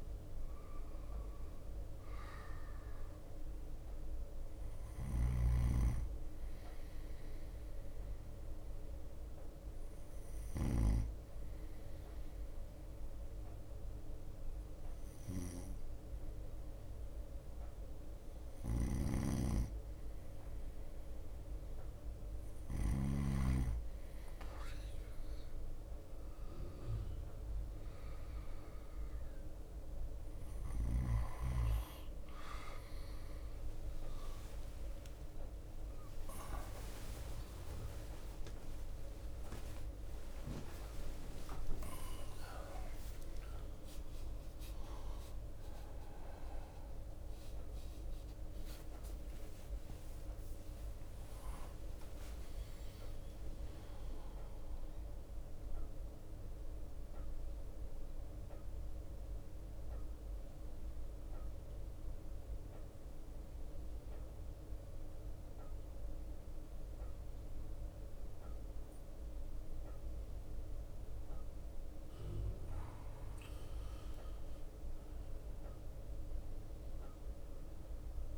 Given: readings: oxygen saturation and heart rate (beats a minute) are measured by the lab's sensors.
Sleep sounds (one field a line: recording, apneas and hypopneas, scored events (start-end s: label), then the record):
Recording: a person partly awake in a sleep study, by a room microphone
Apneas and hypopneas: 2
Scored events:
1.50-5.00 s: arousal
1.50-24.50 s: bradycardia (device-marked, heart rate 58 before, 55 extreme)
5.00-11.00 s: snoring (device-marked)
9.00-21.00 s: hypopnea (oxygen 95% before, 92% lowest, heart rate 57 before, 55 extreme, up 5 after)
18.50-23.50 s: snoring (device-marked)
24.50-54.50 s: new sleep stage, awake
26.50-28.50 s: drop in pulse transit time (device-marked, heart rate 56 before, 59 extreme)
27.50-34.50 s: bradycardia (device-marked, heart rate 58 before, 58 extreme)
40.50-56.50 s: drop in pulse transit time (device-marked, heart rate 59 before, 48 extreme)
42.00-44.00 s: long interval between heartbeats (device-marked, heart rate 59 before, 70 extreme)
44.50-46.50 s: long interval between heartbeats (device-marked, heart rate 61 before, 73 extreme)
45.50-78.38 s: bradycardia (device-marked)
52.00-54.00 s: long interval between heartbeats (device-marked, heart rate 63 before, 57 extreme)
54.50-78.38 s: new sleep stage, N2 (light sleep)
56.00-72.00 s: mixed apnea (oxygen 94% before, 92% lowest)
59.50-61.50 s: long interval between heartbeats (device-marked, heart rate 58 before, 41 extreme)
63.50-65.50 s: long interval between heartbeats (device-marked, heart rate 54 before, 48 extreme)
70.00-72.00 s: long interval between heartbeats (device-marked, heart rate 46 before, 28 extreme)
74.50-78.38 s: arousal
From the record:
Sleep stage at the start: N2 (light sleep)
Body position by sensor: on the right side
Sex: male